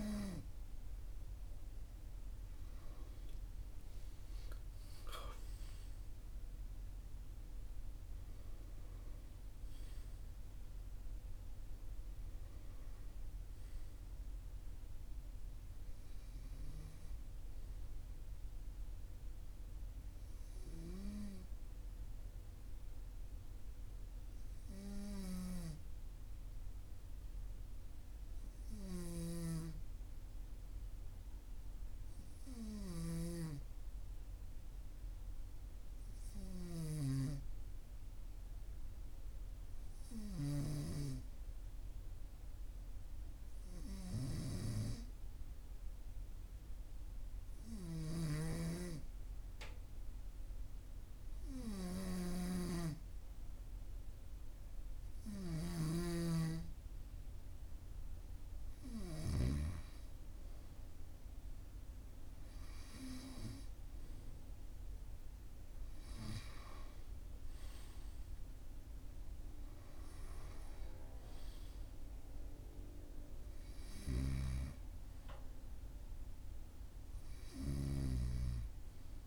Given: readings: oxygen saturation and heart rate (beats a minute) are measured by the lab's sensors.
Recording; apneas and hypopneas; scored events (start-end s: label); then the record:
breathing in sleep by a room microphone; 1
3.50-7.50 s: arousal
22.50-34.50 s: obstructive apnea (oxygen 98% before, 96% lowest, heart rate 42 before, 41 extreme, up 1 after)
37.50-41.50 s: arousal
52.00-56.00 s: snoring (device-marked)
From the record:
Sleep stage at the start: N2 (light sleep); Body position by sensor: on the right side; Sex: male